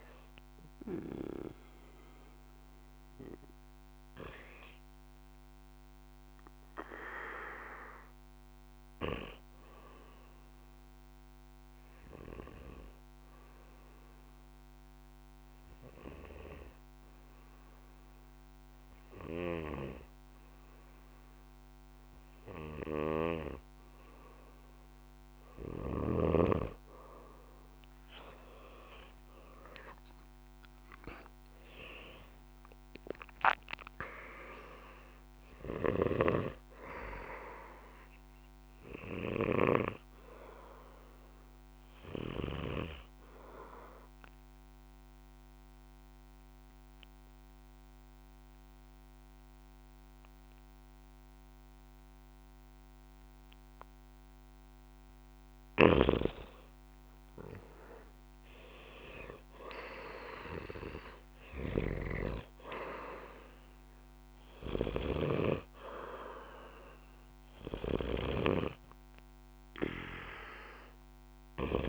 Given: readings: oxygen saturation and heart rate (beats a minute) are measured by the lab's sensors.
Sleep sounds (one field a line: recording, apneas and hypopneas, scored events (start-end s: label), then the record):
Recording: breathing in sleep by a microphone on the trachea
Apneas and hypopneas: 2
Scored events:
0.00-17.50 s: oxygen desaturation (device-marked, oxygen 92% lowest, heart rate 57 extreme)
4.50-71.89 s: new sleep stage, N2 (light sleep)
5.00-24.50 s: hypopnea (oxygen 97% before, 92% lowest, heart rate 62 before, 55 extreme, up 13 after)
27.50-31.00 s: arousal
30.50-40.50 s: oxygen desaturation (device-marked, oxygen 97% before, 93% lowest, heart rate 59 before, 55 extreme)
44.00-55.50 s: obstructive apnea (oxygen 98% before, 92% lowest, heart rate 65 before, 59 extreme, up 5 after)
55.50-62.00 s: snoring (device-marked)
59.50-71.89 s: oxygen desaturation (device-marked, oxygen 97% before, 93% lowest, heart rate 60 before, 59 extreme)
From the record:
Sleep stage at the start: REM sleep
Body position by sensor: on the back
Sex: male